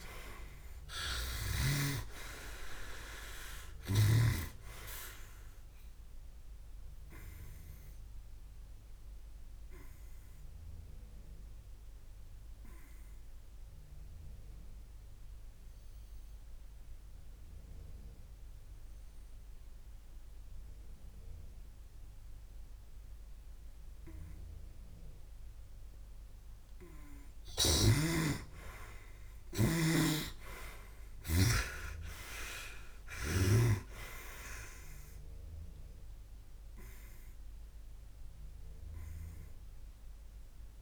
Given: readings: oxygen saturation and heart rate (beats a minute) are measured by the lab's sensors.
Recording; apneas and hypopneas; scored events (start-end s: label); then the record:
breathing in sleep by a room microphone; 1
0.00-4.00 s: arousal
11.50-27.00 s: obstructive apnea (oxygen 97% before, 94% lowest, heart rate 72 before, 55 extreme, up 25 after)
27.50-31.50 s: snoring (device-marked)
27.50-36.50 s: oxygen desaturation (device-marked, oxygen 97% before, 94% lowest, heart rate 61 before, 57 extreme)
29.50-34.00 s: arousal
From the record:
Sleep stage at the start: N2 (light sleep); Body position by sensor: on the back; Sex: male